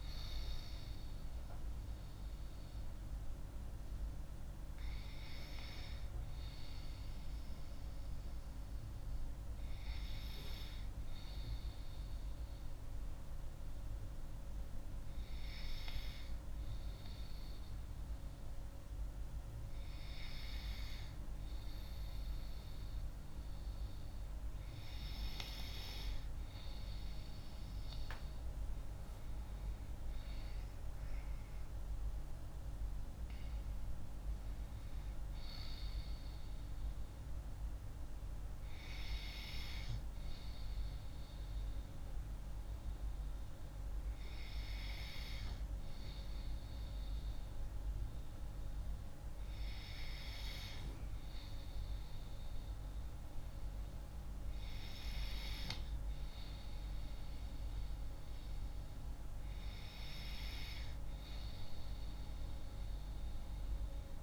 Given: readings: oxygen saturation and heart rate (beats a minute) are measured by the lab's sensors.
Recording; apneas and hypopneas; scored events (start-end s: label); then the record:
breathing in sleep by a room microphone; 2
3.50-23.50 s: hypopnea (oxygen 97% before, 95% lowest)
30.00-34.50 s: arousal
38.50-52.00 s: hypopnea (oxygen 97% before, 95% lowest)
53.50-56.50 s: arousal
From the record:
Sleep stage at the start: N2 (light sleep); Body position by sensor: on the left side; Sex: female